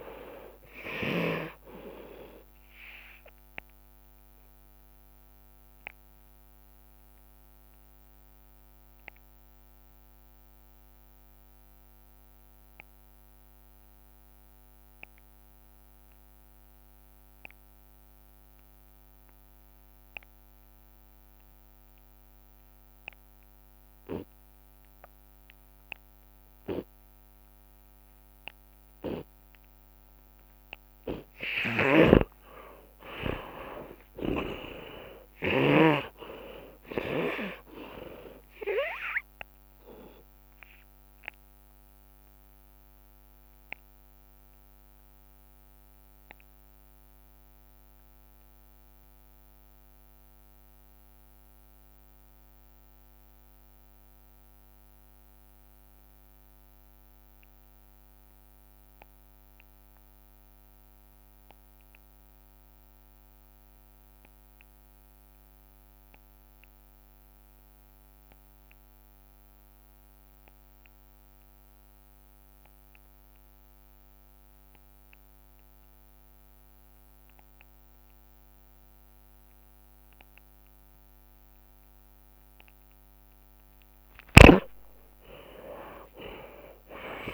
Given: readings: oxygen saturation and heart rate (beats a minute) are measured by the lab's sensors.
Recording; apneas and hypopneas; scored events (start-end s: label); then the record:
breathing in sleep by a microphone on the trachea; 2
0.00-33.00 s: oxygen desaturation (device-marked, oxygen 59% lowest)
1.00-3.00 s: long interval between heartbeats (device-marked)
5.00-7.00 s: long interval between heartbeats (device-marked)
7.50-32.50 s: obstructive apnea (oxygen 93% before, 59% lowest)
18.00-25.00 s: drop in pulse transit time (device-marked)
20.00-22.00 s: long interval between heartbeats (device-marked)
31.50-36.00 s: snoring (device-marked)
33.50-38.50 s: arousal
36.50-38.50 s: long interval between heartbeats (device-marked)
37.00-50.00 s: drop in pulse transit time (device-marked)
39.50-41.50 s: long interval between heartbeats (device-marked)
45.00-83.00 s: mixed apnea (oxygen 90% before, 63% lowest)
54.00-73.00 s: oxygen desaturation (device-marked, oxygen 84% before, 70% lowest)
84.50-87.34 s: arousal
85.50-87.34 s: long interval between heartbeats (device-marked)
From the record:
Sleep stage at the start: REM sleep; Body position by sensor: on the left side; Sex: male